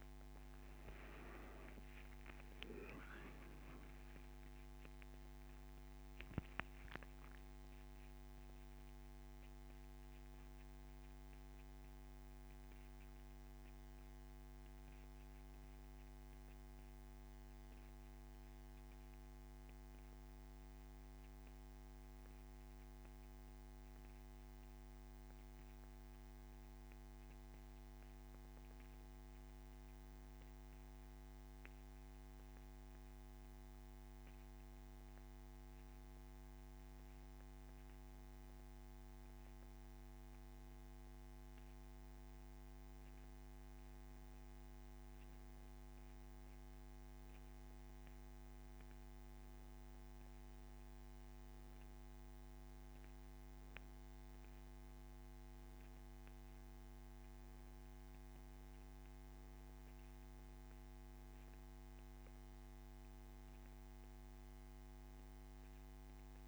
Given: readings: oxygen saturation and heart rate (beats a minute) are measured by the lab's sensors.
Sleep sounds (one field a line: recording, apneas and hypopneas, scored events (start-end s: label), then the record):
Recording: breathing in sleep, hard to hear, by a microphone on the trachea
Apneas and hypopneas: 1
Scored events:
0.00-1.50 s: arousal
13.00-41.50 s: hypopnea (oxygen 98% before, 92% lowest)
43.00-47.00 s: arousal
59.00-66.48 s: oxygen desaturation (device-marked, oxygen 97% before, 93% lowest)
From the record:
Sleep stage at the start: N1 (lightest sleep)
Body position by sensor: on the back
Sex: male